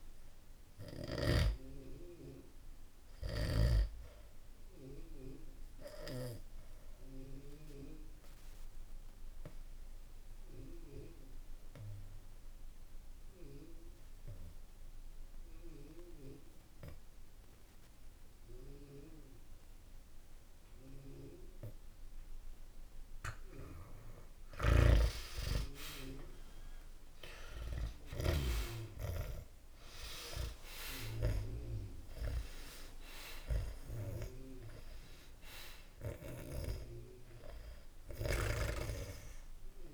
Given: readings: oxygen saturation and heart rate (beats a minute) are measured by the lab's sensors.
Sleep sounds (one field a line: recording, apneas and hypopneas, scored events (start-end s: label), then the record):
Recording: breathing in sleep by a room microphone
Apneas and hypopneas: 1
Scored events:
0.00-15.00 s: oxygen desaturation (device-marked, oxygen 88% lowest, heart rate 63 extreme)
3.50-21.50 s: obstructive apnea (oxygen 98% before, 88% lowest, heart rate 65 before, 63 extreme, up 0 after)
25.50-30.00 s: arousal
32.00-39.94 s: oxygen desaturation (device-marked, oxygen 97% before, 91% lowest, heart rate 66 before, 64 extreme)
From the record:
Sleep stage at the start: N2 (light sleep)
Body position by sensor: on the back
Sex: male